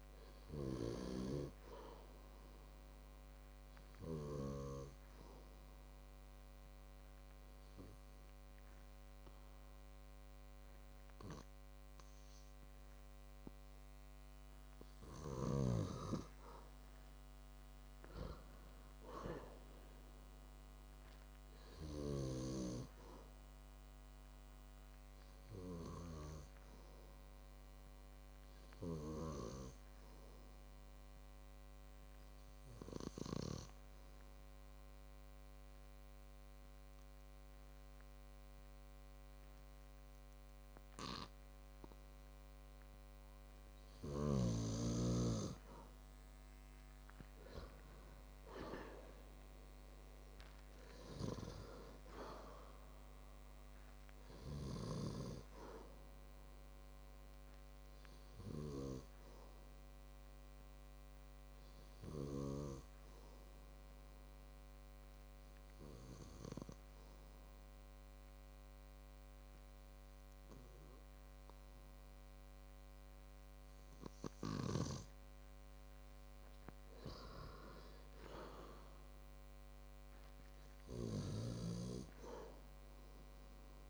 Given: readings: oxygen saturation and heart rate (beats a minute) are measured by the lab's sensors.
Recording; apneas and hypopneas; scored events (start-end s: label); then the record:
breathing in sleep by a microphone on the trachea; 3
0.50-14.00 s: obstructive apnea (oxygen 96% before, 94% lowest, heart rate 55 before, 54 extreme, up 8 after)
16.50-20.00 s: arousal
30.00-43.50 s: obstructive apnea (oxygen 98% before, 94% lowest, heart rate 59 before, 54 extreme, up 10 after)
45.00-48.50 s: arousal
59.50-72.00 s: obstructive apnea (oxygen 97% before, 94% lowest, heart rate 60 before, 53 extreme, up 7 after)
74.50-77.00 s: arousal
From the record:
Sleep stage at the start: N2 (light sleep); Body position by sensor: on the back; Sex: male